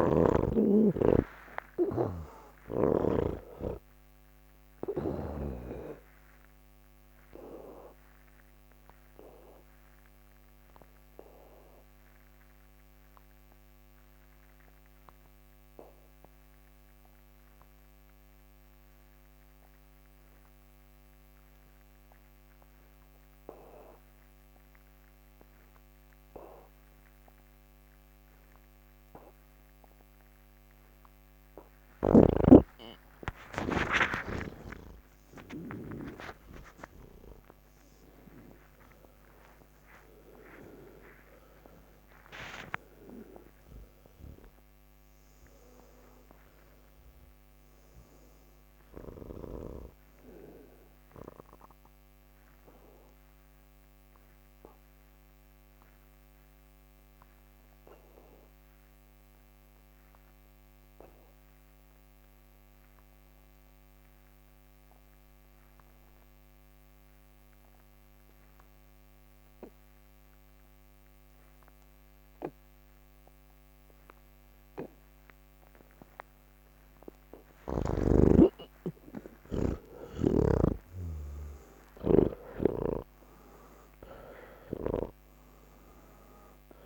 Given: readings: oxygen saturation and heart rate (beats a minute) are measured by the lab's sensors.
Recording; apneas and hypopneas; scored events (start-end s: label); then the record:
breathing in sleep by a microphone on the trachea; 2
0.00-3.00 s: snoring (device-marked)
0.00-19.50 s: oxygen desaturation (device-marked, oxygen 80% lowest, heart rate 68 extreme)
5.00-32.00 s: obstructive apnea (oxygen 98% before, 80% lowest, heart rate 130 before, 68 extreme, up 46 after)
25.50-86.86 s: new sleep stage, N3 (deep sleep)
27.50-61.50 s: oxygen desaturation (device-marked, oxygen 99% before, 82% lowest, heart rate 109 before, 78 extreme)
50.50-76.50 s: obstructive apnea (oxygen 99% before, 82% lowest, heart rate 159 before, 78 extreme)
72.50-86.86 s: oxygen desaturation (device-marked, oxygen 98% before, 82% lowest, heart rate 120 before, 95 extreme)
From the record:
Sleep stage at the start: N2 (light sleep); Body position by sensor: on the back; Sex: male